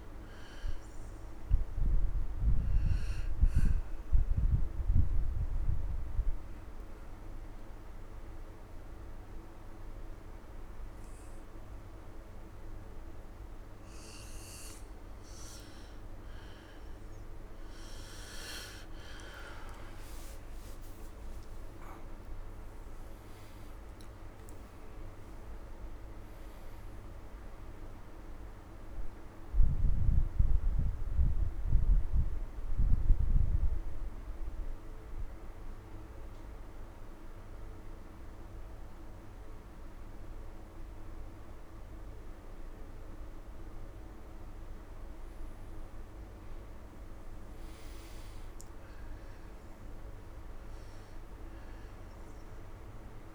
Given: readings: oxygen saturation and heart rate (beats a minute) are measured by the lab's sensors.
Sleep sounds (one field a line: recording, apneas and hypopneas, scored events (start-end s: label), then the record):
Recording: breathing in sleep, hard to hear, by a room microphone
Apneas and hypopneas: 2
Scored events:
1.50-13.50 s: obstructive apnea (oxygen 97% before, 91% lowest, heart rate 90 before, 55 extreme, up 24 after)
2.50-10.50 s: oxygen desaturation (device-marked, oxygen 97% before, 92% lowest, heart rate 90 before, 55 extreme)
16.50-23.00 s: arousal
18.50-33.50 s: oxygen desaturation (device-marked, oxygen 95% before, 91% lowest, heart rate 101 before, 27 extreme)
34.50-45.00 s: obstructive apnea (oxygen 95% before, 90% lowest)
47.00-51.00 s: arousal
From the record:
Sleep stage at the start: N2 (light sleep)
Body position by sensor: on the right side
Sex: male